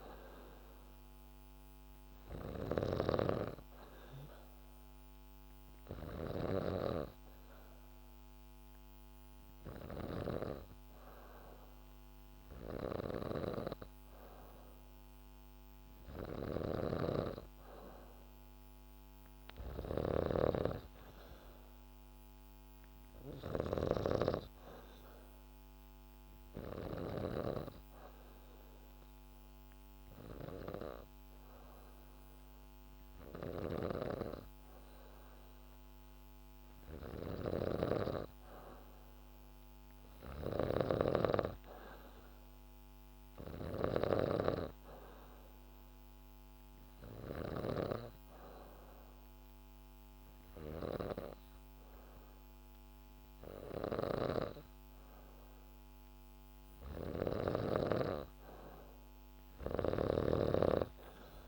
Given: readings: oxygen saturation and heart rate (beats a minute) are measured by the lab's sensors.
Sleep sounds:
breathing in sleep by a microphone on the trachea; 2
0.00-27.00 s: snoring (device-marked)
6.00-17.00 s: hypopnea (oxygen 94% before, 91% lowest, heart rate 73 before, 71 extreme, up 2 after)
20.00-24.00 s: arousal
33.00-47.50 s: snoring (device-marked)
44.50-57.00 s: hypopnea (oxygen 95% before, 89% lowest, heart rate 73 before, 71 extreme, up 2 after)
53.50-61.48 s: snoring (device-marked)
58.00-60.50 s: arousal
From the record:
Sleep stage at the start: N3 (deep sleep); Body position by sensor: on the back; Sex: female

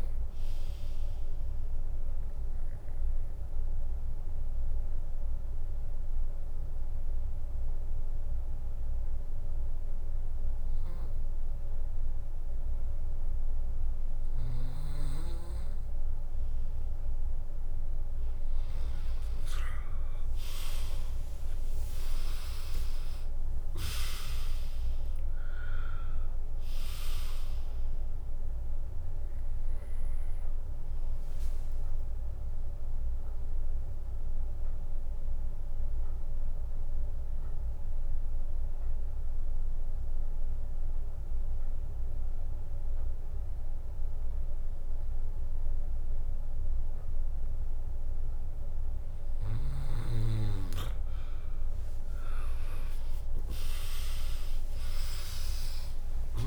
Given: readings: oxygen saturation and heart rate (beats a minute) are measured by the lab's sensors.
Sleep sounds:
breathing in sleep by a room microphone; 2
0.00-10.50 s: drop in pulse transit time (device-marked, heart rate 63 extreme)
1.50-13.50 s: obstructive apnea (oxygen 99% before, 96% lowest, heart rate 67 before, 59 extreme)
20.00-24.50 s: arousal
23.50-38.50 s: drop in pulse transit time (device-marked, heart rate 77 before, 70 extreme)
32.50-47.50 s: obstructive apnea (oxygen 99% before, 96% lowest, heart rate 75 before, 58 extreme, up 9 after)
54.50-56.47 s: arousal
From the record:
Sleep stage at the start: N2 (light sleep); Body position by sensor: on the right side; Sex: female

